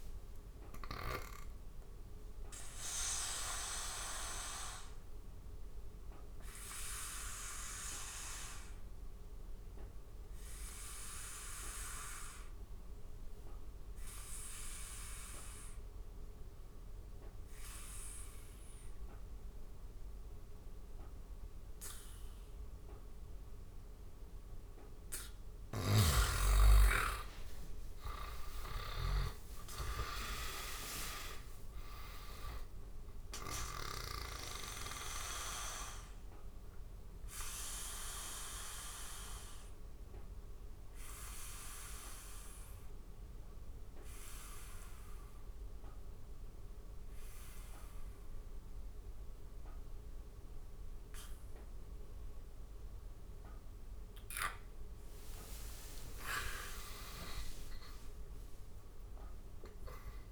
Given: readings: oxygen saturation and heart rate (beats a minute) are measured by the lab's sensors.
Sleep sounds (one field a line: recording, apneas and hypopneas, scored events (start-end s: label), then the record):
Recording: breathing in sleep by a room microphone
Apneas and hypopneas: 2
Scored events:
3.50-23.50 s: obstructive apnea (oxygen 98% before, 85% lowest, heart rate 80 before, 74 extreme, up 23 after)
4.50-22.50 s: oxygen desaturation (device-marked, oxygen 98% before, 88% lowest, heart rate 80 before, 74 extreme)
24.50-42.50 s: oxygen desaturation (device-marked, oxygen 98% before, 87% lowest, heart rate 79 before, 79 extreme)
26.00-31.00 s: arousal
29.00-31.00 s: long interval between heartbeats (device-marked, heart rate 78 before, 93 extreme)
34.50-54.00 s: obstructive apnea (oxygen 98% before, 85% lowest, heart rate 83 before, 79 extreme, up 13 after)
49.50-55.50 s: oxygen desaturation (device-marked, oxygen 91% before, 85% lowest, heart rate 85 before, 82 extreme)
55.50-60.00 s: arousal
From the record:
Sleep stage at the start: N2 (light sleep)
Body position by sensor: on the back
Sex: male